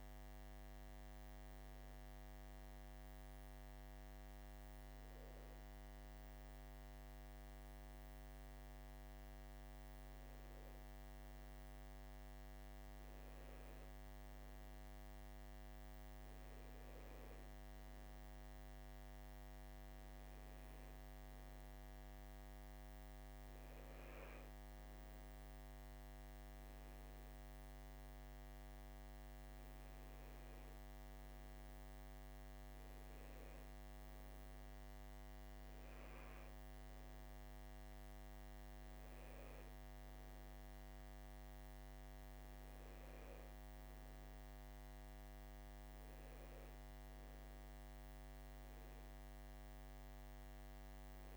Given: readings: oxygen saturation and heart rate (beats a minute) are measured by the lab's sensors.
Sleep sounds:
breathing in sleep, hard to hear, by a microphone on the trachea; none
none scored
From the record:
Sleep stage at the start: N2 (light sleep); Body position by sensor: on the right side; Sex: male

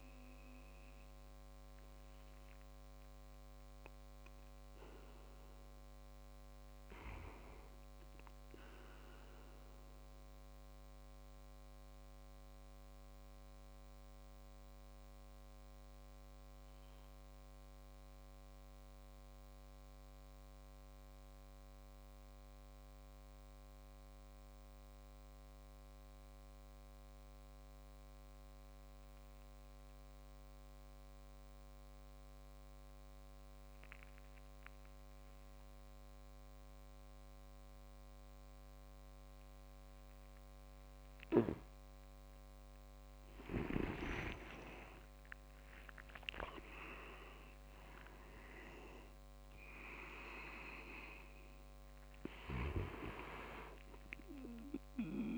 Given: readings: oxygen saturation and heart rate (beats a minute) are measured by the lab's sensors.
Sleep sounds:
breathing in sleep by a microphone on the trachea; 1
0.00-1.00 s: oxygen desaturation (device-marked, oxygen 95% lowest)
10.50-41.00 s: mixed apnea (oxygen 98% before, 94% lowest)
33.00-47.00 s: oxygen desaturation (device-marked, oxygen 99% before, 96% lowest)
43.50-48.00 s: arousal
44.00-46.00 s: leg movement (device-marked)
From the record:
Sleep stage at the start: N2 (light sleep); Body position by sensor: on the back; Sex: male

